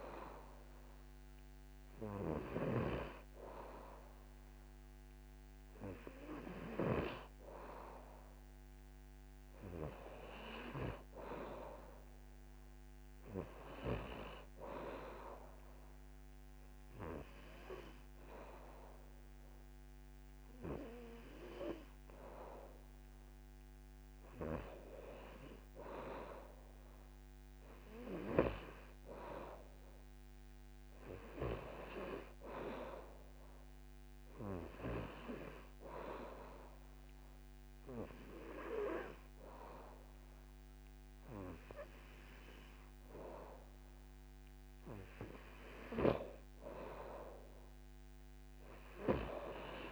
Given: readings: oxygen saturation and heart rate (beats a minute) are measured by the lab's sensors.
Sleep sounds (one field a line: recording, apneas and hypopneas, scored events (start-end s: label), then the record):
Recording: breathing in sleep by a microphone on the trachea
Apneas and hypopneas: 1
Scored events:
34.00-45.00 s: hypopnea (oxygen 96% before, 91% lowest, heart rate 80 before, 72 extreme, up 3 after)
From the record:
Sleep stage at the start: N2 (light sleep)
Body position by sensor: on the back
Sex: male